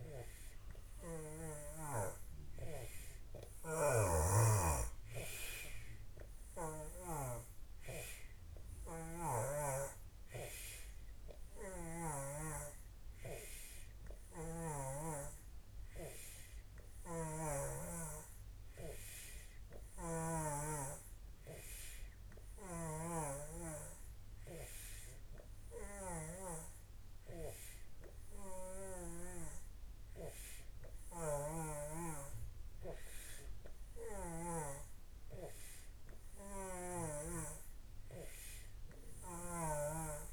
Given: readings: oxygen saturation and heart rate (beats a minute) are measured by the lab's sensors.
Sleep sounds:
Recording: breathing in sleep by a room microphone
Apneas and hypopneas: none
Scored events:
3.50-12.00 s: snoring (device-marked)
14.00-20.50 s: snoring (device-marked)
22.50-29.50 s: snoring (device-marked)
39.00-40.33 s: snoring (device-marked)
From the record:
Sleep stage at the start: N3 (deep sleep)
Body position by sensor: on the back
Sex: male

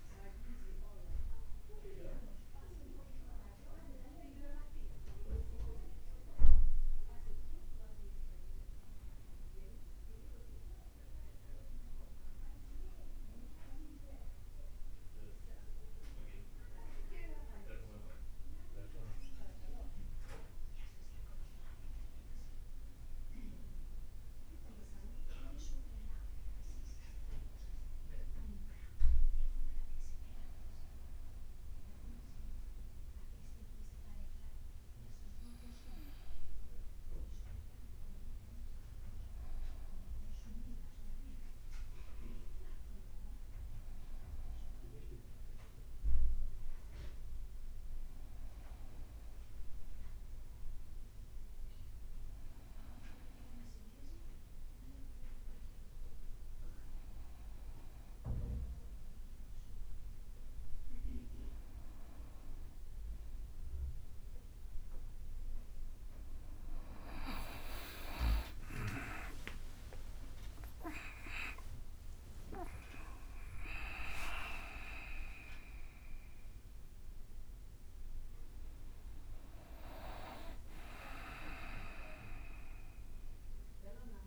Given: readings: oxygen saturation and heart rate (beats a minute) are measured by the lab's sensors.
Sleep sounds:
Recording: breathing in sleep by a room microphone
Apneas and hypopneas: none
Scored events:
40.50-47.00 s: leg movement (device-marked)
51.50-57.00 s: leg movement (device-marked)
68.00-73.00 s: arousal
79.50-84.00 s: leg movement (device-marked)
From the record:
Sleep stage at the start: N1 (lightest sleep)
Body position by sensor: on the back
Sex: male

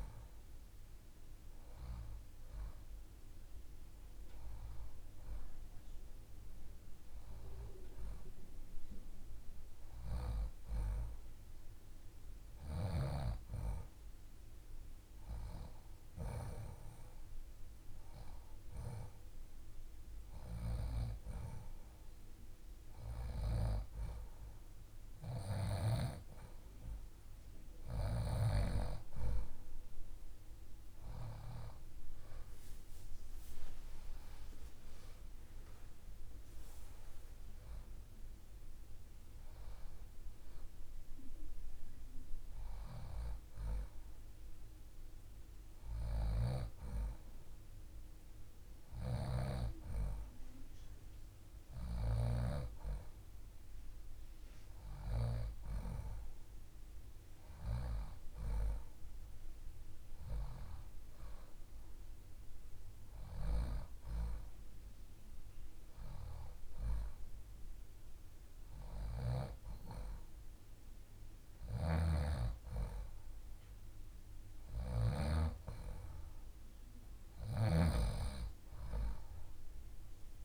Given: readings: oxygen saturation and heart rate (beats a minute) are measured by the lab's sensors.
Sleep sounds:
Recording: breathing in sleep by a room microphone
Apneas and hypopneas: none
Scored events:
0.00-7.50 s: oxygen desaturation (device-marked, oxygen 87% lowest, heart rate 71 extreme)
From the record:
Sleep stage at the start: N2 (light sleep)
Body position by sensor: on the left side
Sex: female

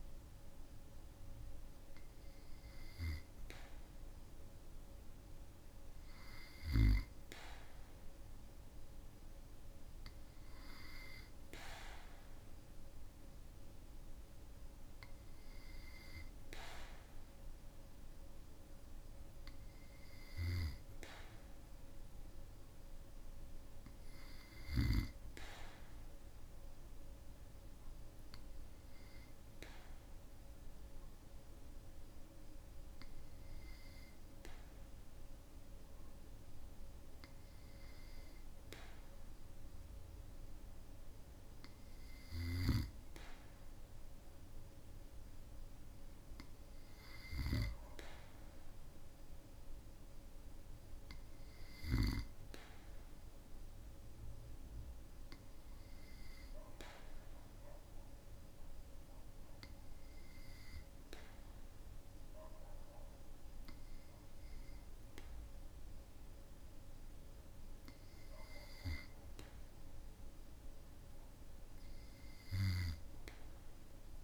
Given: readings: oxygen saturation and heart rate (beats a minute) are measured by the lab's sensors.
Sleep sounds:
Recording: breathing in sleep by a room microphone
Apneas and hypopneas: none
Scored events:
none scored
From the record:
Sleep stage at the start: N2 (light sleep)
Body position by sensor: on the back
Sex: male

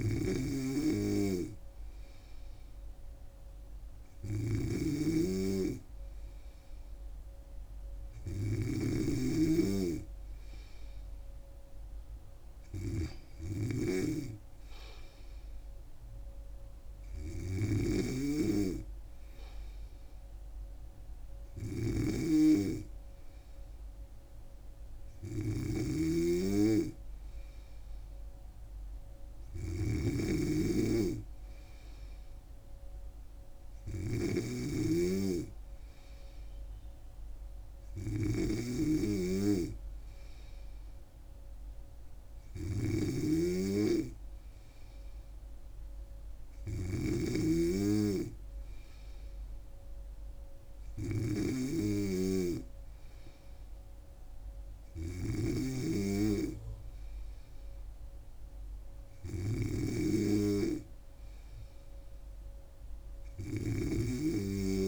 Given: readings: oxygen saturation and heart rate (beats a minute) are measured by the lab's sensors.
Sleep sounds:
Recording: breathing in sleep by a room microphone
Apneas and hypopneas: none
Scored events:
0.00-64.88 s: snoring (device-marked)
From the record:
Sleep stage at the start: N3 (deep sleep)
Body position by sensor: on the back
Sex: female

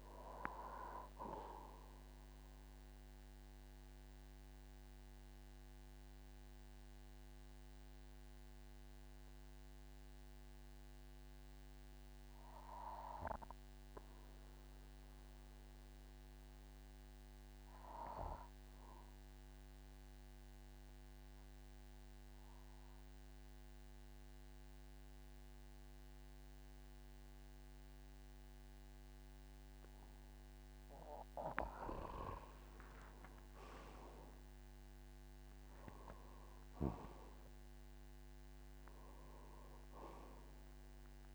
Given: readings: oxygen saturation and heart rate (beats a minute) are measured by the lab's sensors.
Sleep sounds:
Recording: breathing in sleep by a microphone on the trachea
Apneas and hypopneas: 1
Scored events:
0.00-17.50 s: oxygen desaturation (device-marked, oxygen 92% lowest, heart rate 45 extreme)
4.00-30.50 s: mixed apnea (oxygen 99% before, 91% lowest, heart rate 54 before, 46 extreme, up 12 after)
32.50-41.35 s: oxygen desaturation (device-marked, oxygen 99% before, 91% lowest, heart rate 50 before, 47 extreme)
35.00-39.00 s: arousal
From the record:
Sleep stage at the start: N2 (light sleep)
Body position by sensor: on the back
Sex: male

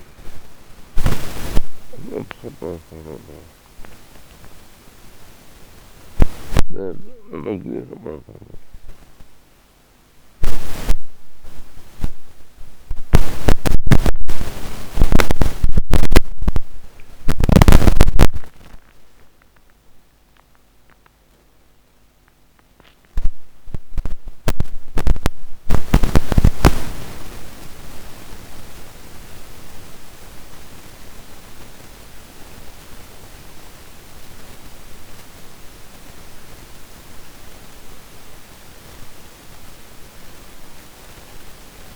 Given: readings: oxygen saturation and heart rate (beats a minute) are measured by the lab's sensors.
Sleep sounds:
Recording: a person awake in a sleep study, by a microphone on the trachea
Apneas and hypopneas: none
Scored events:
1.50-6.50 s: snoring (device-marked)
32.00-41.96 s: new sleep stage, N1 (lightest sleep)
From the record:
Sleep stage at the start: awake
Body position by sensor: on the back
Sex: male

